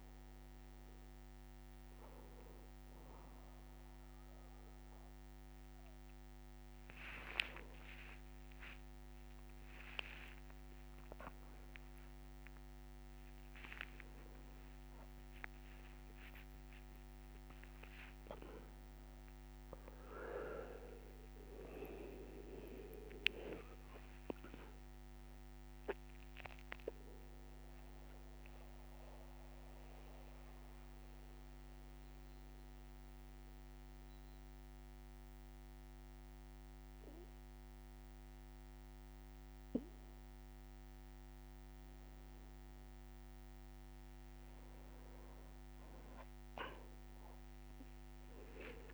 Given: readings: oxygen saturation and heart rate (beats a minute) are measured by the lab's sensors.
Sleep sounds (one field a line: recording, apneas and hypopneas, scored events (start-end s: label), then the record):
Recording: a person awake in a sleep study, by a microphone on the trachea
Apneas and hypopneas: 1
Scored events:
0.00-13.50 s: oxygen desaturation (device-marked, oxygen 92% lowest, heart rate 61 extreme)
7.50-9.50 s: long interval between heartbeats (device-marked, heart rate 67 before, 88 extreme)
24.00-26.00 s: long interval between heartbeats (device-marked, heart rate 75 before, 84 extreme)
25.50-48.94 s: new sleep stage, N1 (lightest sleep)
27.50-43.50 s: mixed apnea (oxygen 99% before, 93% lowest, heart rate 80 before, 60 extreme, up 14 after)
28.50-30.50 s: long interval between heartbeats (device-marked, heart rate 80 before, 85 extreme)
47.00-48.94 s: arousal
From the record:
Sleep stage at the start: awake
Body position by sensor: on the back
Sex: male